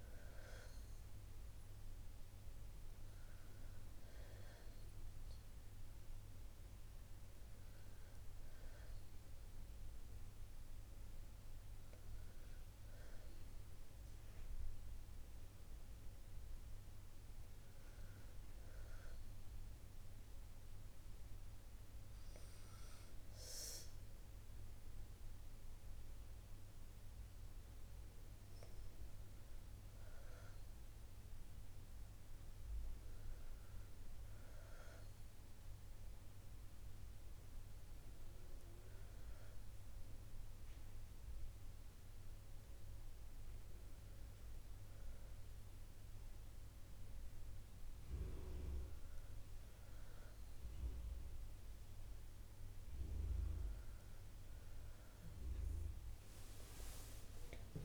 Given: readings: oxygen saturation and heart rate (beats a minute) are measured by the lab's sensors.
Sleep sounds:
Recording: breathing in sleep, hard to hear, by a room microphone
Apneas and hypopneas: none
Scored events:
6.50-21.50 s: oxygen desaturation (device-marked, oxygen 94% before, 90% lowest, heart rate 60 before, 59 extreme)
35.50-54.50 s: oxygen desaturation (device-marked, oxygen 95% before, 91% lowest, heart rate 60 before, 59 extreme)
From the record:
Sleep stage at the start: N2 (light sleep)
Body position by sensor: on the back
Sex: female

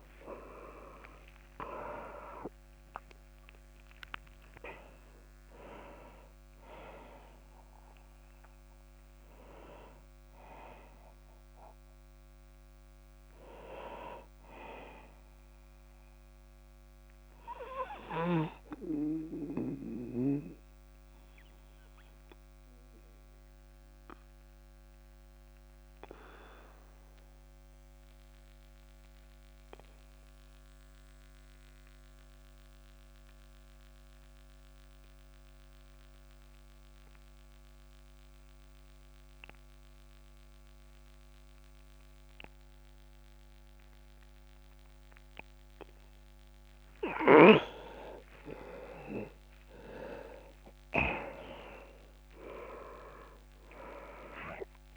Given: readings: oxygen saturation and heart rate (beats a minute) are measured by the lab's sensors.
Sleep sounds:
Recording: breathing in sleep by a microphone on the trachea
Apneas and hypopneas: 1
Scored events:
0.00-26.00 s: oxygen desaturation (device-marked, oxygen 83% lowest)
17.50-46.00 s: obstructive apnea (oxygen 96% before, 83% lowest)
19.00-54.97 s: new sleep stage, REM sleep
49.00-54.00 s: arousal
51.00-54.97 s: oxygen desaturation (device-marked, oxygen 99% before, 88% lowest)
From the record:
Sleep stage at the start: N2 (light sleep)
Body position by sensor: on the back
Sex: male

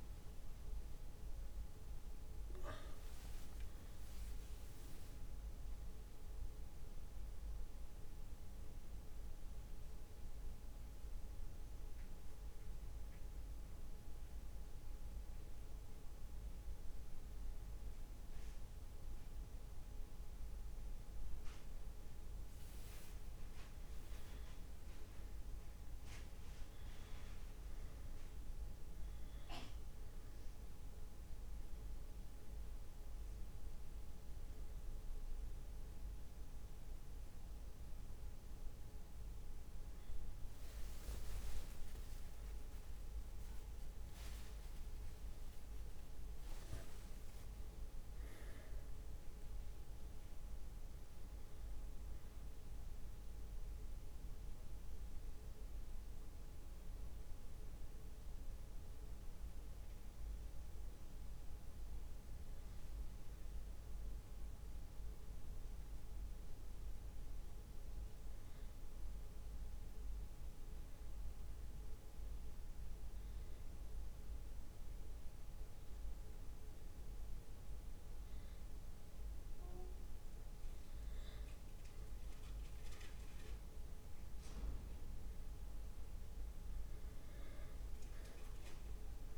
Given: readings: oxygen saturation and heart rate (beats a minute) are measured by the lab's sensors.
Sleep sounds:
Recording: breathing in sleep, hard to hear, by a room microphone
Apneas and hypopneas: 1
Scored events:
0.00-2.00 s: long interval between heartbeats (device-marked, heart rate 52 before, 39 extreme)
0.00-5.50 s: drop in pulse transit time (device-marked, heart rate 34 extreme)
9.00-11.00 s: long interval between heartbeats (device-marked, heart rate 47 before, 49 extreme)
12.50-14.50 s: long interval between heartbeats (device-marked, heart rate 45 before, 48 extreme)
18.50-28.50 s: drop in pulse transit time (device-marked, heart rate 41 before, 38 extreme)
23.00-25.00 s: long interval between heartbeats (device-marked, heart rate 42 before, 56 extreme)
29.50-31.50 s: long interval between heartbeats (device-marked, heart rate 45 before, 48 extreme)
34.50-47.50 s: oxygen desaturation (device-marked, oxygen 98% before, 95% lowest, heart rate 46 before, 37 extreme)
38.00-40.00 s: long interval between heartbeats (device-marked, heart rate 47 before, 56 extreme)
40.50-45.50 s: arousal
42.50-46.50 s: drop in pulse transit time (device-marked, heart rate 49 before, 47 extreme)
49.50-59.50 s: drop in pulse transit time (device-marked, heart rate 51 before, 47 extreme)
53.50-55.50 s: long interval between heartbeats (device-marked, heart rate 52 before, 57 extreme)
57.50-59.50 s: long interval between heartbeats (device-marked, heart rate 54 before, 48 extreme)
65.00-67.00 s: long interval between heartbeats (device-marked, heart rate 52 before, 49 extreme)
73.00-83.50 s: obstructive apnea (oxygen 98% before, 93% lowest, heart rate 46 before, 37 extreme, up 10 after)
75.50-77.50 s: long interval between heartbeats (device-marked, heart rate 45 before, 57 extreme)
78.50-80.50 s: long interval between heartbeats (device-marked, heart rate 45 before, 47 extreme)
81.50-89.38 s: drop in pulse transit time (device-marked, heart rate 46 before, 37 extreme)
82.00-84.00 s: long interval between heartbeats (device-marked, heart rate 46 before, 37 extreme)
86.50-89.38 s: oxygen desaturation (device-marked, oxygen 98% before, 93% lowest, heart rate 43 before, 36 extreme)
87.50-89.38 s: long interval between heartbeats (device-marked, heart rate 43 before, 46 extreme)
From the record:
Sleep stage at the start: N2 (light sleep)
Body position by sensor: on the back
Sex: male

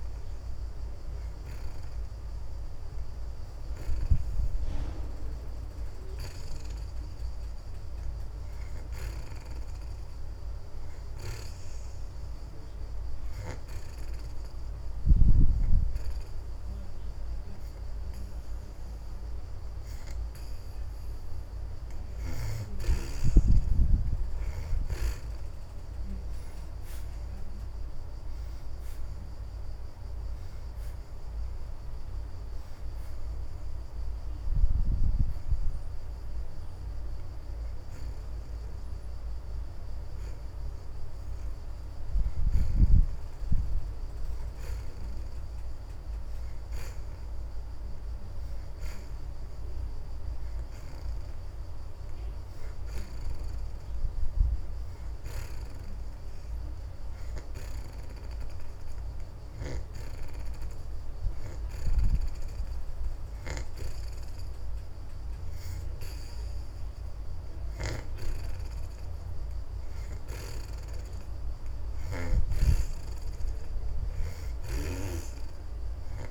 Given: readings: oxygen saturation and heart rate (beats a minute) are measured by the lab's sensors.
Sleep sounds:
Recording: breathing in sleep by a room microphone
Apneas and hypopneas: 1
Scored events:
4.00-18.00 s: oxygen desaturation (device-marked, oxygen 73% before, 64% lowest)
13.50-23.50 s: obstructive apnea (oxygen 73% before, 63% lowest)
23.00-34.00 s: oxygen desaturation (device-marked, oxygen 71% before, 66% lowest)
26.00-29.50 s: arousal
45.00-58.00 s: oxygen desaturation (device-marked, oxygen 67% before, 63% lowest)
From the record:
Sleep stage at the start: N2 (light sleep)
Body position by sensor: on the back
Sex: female

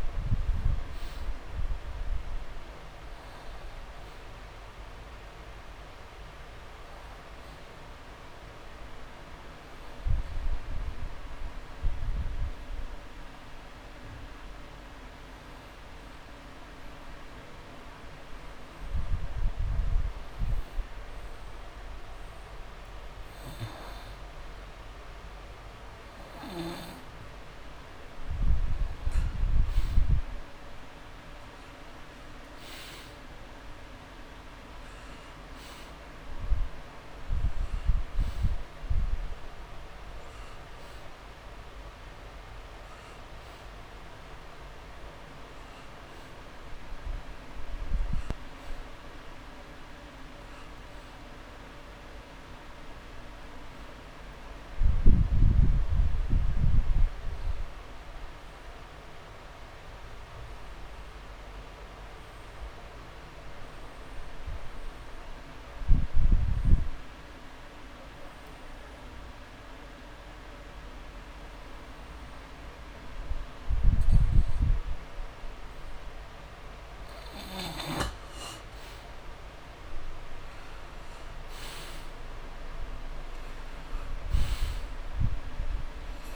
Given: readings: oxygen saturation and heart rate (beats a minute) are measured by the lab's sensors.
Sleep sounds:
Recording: breathing in sleep, hard to hear, by a room microphone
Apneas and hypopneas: 2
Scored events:
0.00-19.00 s: oxygen desaturation (device-marked, oxygen 90% lowest)
10.50-23.50 s: obstructive apnea (oxygen 98% before, 90% lowest)
25.00-28.00 s: arousal
33.00-54.00 s: oxygen desaturation (device-marked, oxygen 98% before, 92% lowest)
53.50-57.00 s: arousal
59.50-76.50 s: mixed apnea (oxygen 98% before, 86% lowest)
79.00-86.36 s: oxygen desaturation (device-marked, oxygen 98% before, 86% lowest)
79.50-83.50 s: arousal
From the record:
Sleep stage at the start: N2 (light sleep)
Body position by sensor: on the back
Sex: male

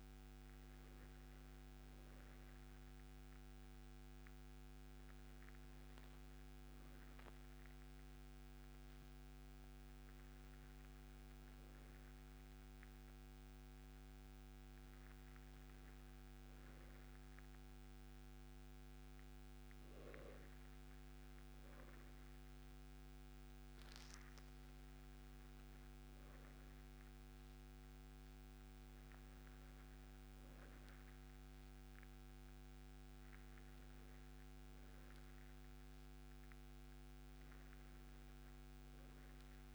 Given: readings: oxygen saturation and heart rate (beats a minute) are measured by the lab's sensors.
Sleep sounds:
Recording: breathing in sleep, hard to hear, by a microphone on the trachea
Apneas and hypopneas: none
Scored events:
none scored
From the record:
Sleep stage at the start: N2 (light sleep)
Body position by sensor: on the right side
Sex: male

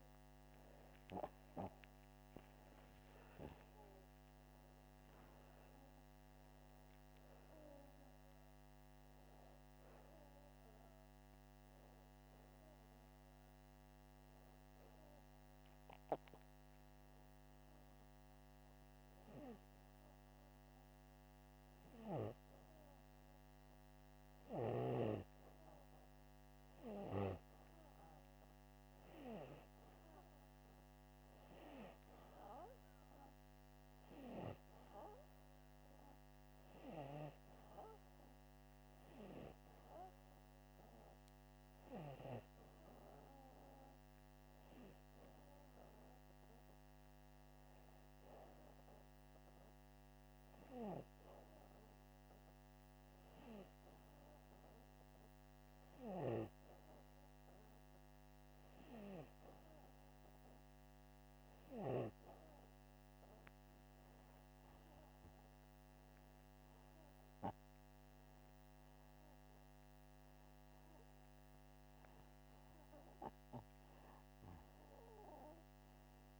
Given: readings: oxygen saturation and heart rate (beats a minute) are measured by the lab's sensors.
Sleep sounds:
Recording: breathing in sleep by a microphone on the trachea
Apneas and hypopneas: 1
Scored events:
2.50-7.50 s: arousal
12.00-22.00 s: hypopnea (oxygen 96% before, 93% lowest, heart rate 87 before, 82 extreme, up 1 after)
24.50-27.50 s: arousal
32.50-50.50 s: oxygen desaturation (device-marked, oxygen 96% before, 93% lowest, heart rate 84 before, 83 extreme)
From the record:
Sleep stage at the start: N2 (light sleep)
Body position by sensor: upright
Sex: male

